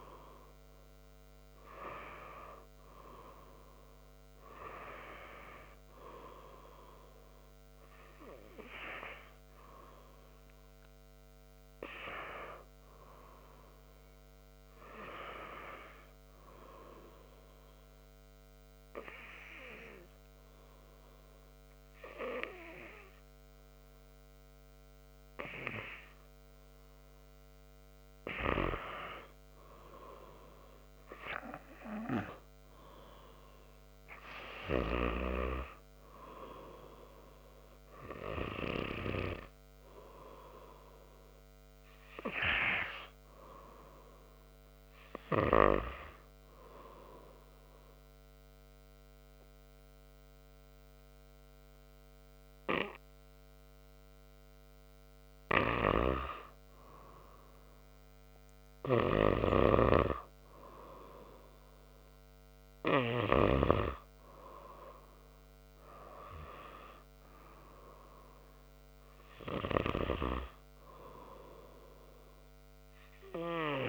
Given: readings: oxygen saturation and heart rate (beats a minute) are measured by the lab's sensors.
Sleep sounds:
breathing in sleep by a microphone on the trachea; 2
0.00-2.50 s: arousal
17.00-28.00 s: obstructive apnea (oxygen 99% before, 96% lowest, heart rate 81 before, 78 extreme, up 2 after)
30.00-33.50 s: arousal
47.50-57.50 s: obstructive apnea (oxygen 98% before, 94% lowest, heart rate 80 before, 80 extreme, up 0 after)
58.50-62.00 s: arousal
From the record:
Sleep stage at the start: N2 (light sleep); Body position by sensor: on the right side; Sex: male

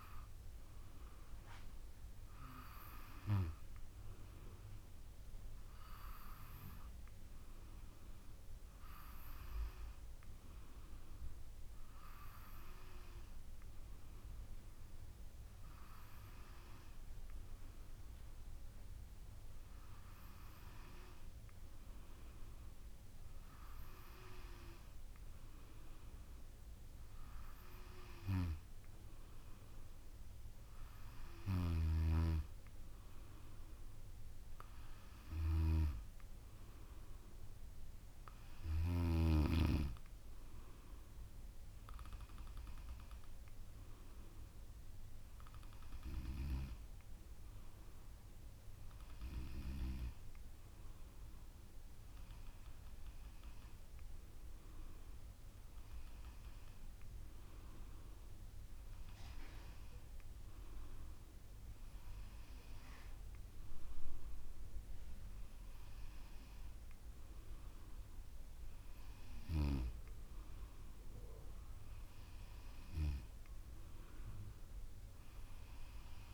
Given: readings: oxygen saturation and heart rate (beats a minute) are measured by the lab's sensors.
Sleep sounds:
breathing in sleep by a room microphone; none
none scored
From the record:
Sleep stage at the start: N2 (light sleep); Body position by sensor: on the back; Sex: female

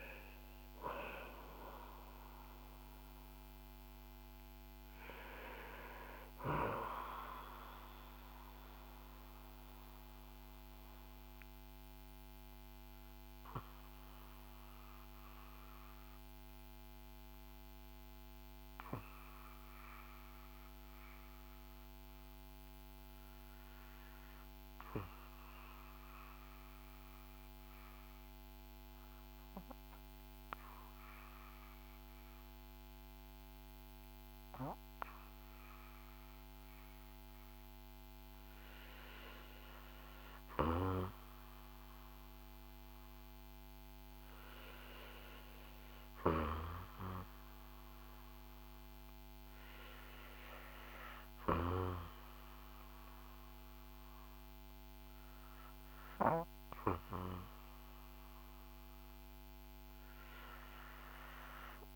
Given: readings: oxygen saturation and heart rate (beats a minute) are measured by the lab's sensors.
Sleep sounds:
breathing in sleep by a microphone on the trachea; 1
0.00-10.00 s: oxygen desaturation (device-marked, oxygen 83% lowest, heart rate 50 extreme)
10.00-36.50 s: obstructive apnea (oxygen 87% before, 83% lowest, heart rate 63 before, 50 extreme, up 8 after)
38.50-42.50 s: arousal
41.00-61.96 s: oxygen desaturation (device-marked, oxygen 97% before, 84% lowest, heart rate 54 before, 55 extreme)
From the record:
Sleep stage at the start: REM sleep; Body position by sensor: on the back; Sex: male

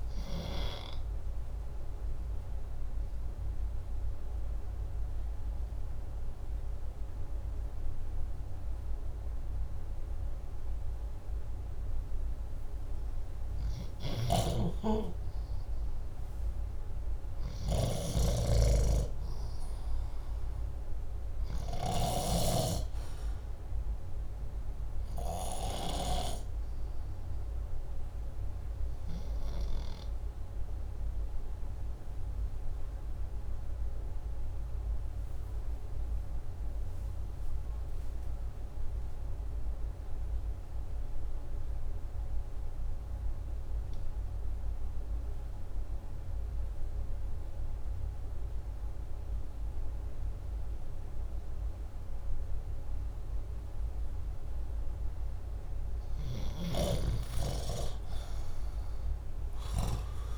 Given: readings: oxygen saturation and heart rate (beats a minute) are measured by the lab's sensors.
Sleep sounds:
breathing in sleep by a room microphone; 2
1.50-12.50 s: hypopnea (oxygen 98% before, 88% lowest, heart rate 74 before, 64 extreme, up 7 after)
10.50-23.50 s: oxygen desaturation (device-marked, oxygen 94% before, 88% lowest, heart rate 78 before, 64 extreme)
13.50-18.00 s: snoring (device-marked)
14.50-18.50 s: arousal
31.50-55.00 s: obstructive apnea (oxygen 94% before, 82% lowest, heart rate 68 before, 59 extreme, up 49 after)
35.50-50.50 s: oxygen desaturation (device-marked, oxygen 92% before, 88% lowest, heart rate 67 before, 59 extreme)
57.00-60.38 s: arousal
From the record:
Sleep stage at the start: N2 (light sleep); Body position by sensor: upright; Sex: male

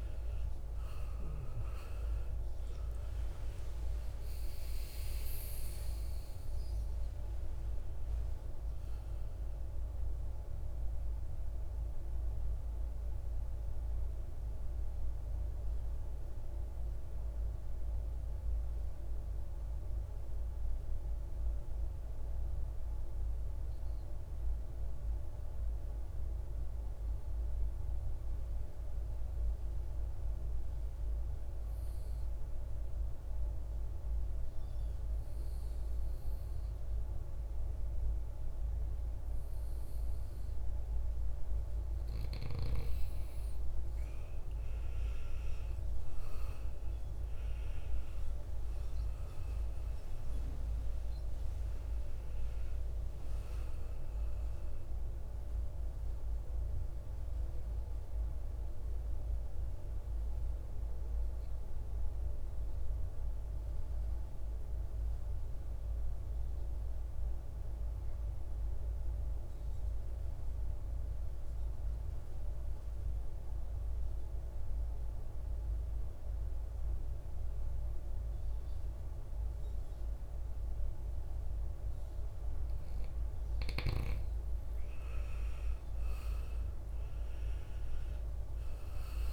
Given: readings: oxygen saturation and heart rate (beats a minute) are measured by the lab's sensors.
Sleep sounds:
breathing in sleep, hard to hear, by a room microphone; 2
0.00-4.50 s: arousal
0.00-25.00 s: oxygen desaturation (device-marked, oxygen 90% lowest, heart rate 52 extreme)
16.00-40.50 s: mixed apnea (oxygen 97% before, 89% lowest, heart rate 70 before, 52 extreme, up 16 after)
41.00-69.00 s: oxygen desaturation (device-marked, oxygen 98% before, 91% lowest, heart rate 54 before, 55 extreme)
44.50-48.50 s: arousal
60.50-82.50 s: mixed apnea (oxygen 98% before, 89% lowest, heart rate 65 before, 53 extreme, up 14 after)
85.00-89.33 s: oxygen desaturation (device-marked, oxygen 98% before, 89% lowest, heart rate 58 before, 53 extreme)
85.50-89.33 s: arousal
From the record:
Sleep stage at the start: N2 (light sleep); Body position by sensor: on the right side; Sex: male

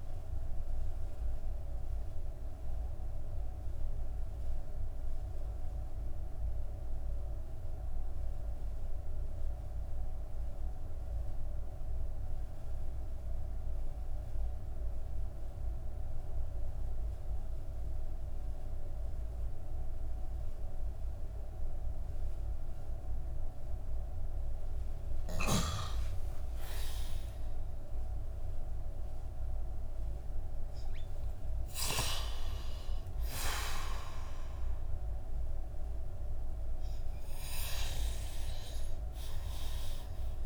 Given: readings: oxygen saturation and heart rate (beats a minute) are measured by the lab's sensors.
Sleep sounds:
breathing in sleep by a room microphone; 1
2.00-24.00 s: obstructive apnea (oxygen 98% before, 91% lowest)
19.00-29.00 s: oxygen desaturation (device-marked, oxygen 94% before, 91% lowest)
25.00-28.00 s: arousal
From the record:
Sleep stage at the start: N2 (light sleep); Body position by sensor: on the back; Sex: male

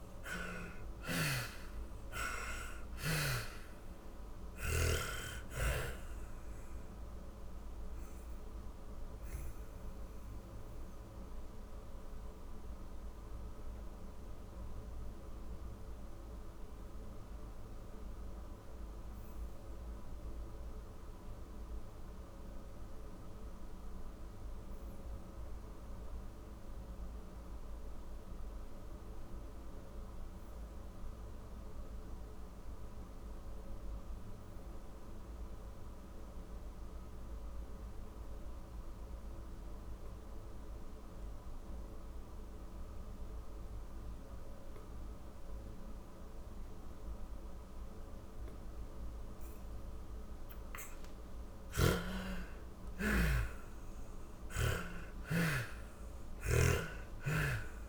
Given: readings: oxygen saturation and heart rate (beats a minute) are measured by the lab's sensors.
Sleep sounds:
breathing in sleep by a room microphone; 1
0.00-1.00 s: arousal
0.00-3.00 s: snoring (device-marked)
0.00-28.00 s: oxygen desaturation (device-marked, oxygen 62% lowest, heart rate 40 extreme)
6.50-47.50 s: mixed apnea (oxygen 92% before, 62% lowest, heart rate 52 before, 40 extreme, up 52 after)
33.00-57.89 s: oxygen desaturation (device-marked, oxygen 97% before, 64% lowest, heart rate 50 before, 45 extreme)
47.50-51.50 s: snoring (device-marked)
49.50-54.00 s: arousal
From the record:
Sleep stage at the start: N2 (light sleep); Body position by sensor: on the back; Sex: female

